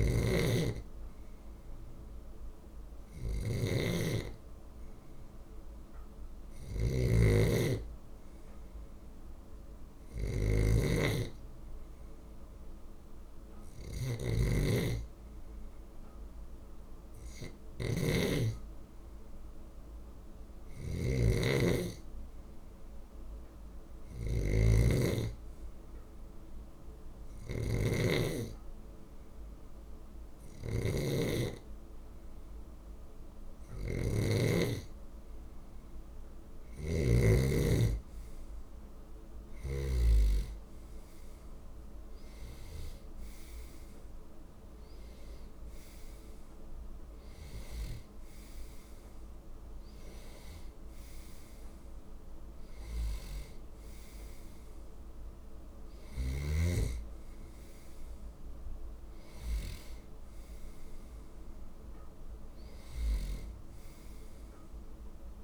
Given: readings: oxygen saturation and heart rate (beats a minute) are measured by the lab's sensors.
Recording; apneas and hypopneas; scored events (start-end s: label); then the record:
breathing in sleep by a room microphone; 1
0.00-39.50 s: snoring (device-marked)
14.50-18.50 s: arousal
25.00-36.00 s: hypopnea (oxygen 95% before, 92% lowest, heart rate 47 before, 40 extreme, up 7 after)
41.50-45.00 s: arousal
From the record:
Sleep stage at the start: N2 (light sleep); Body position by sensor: on the left side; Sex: male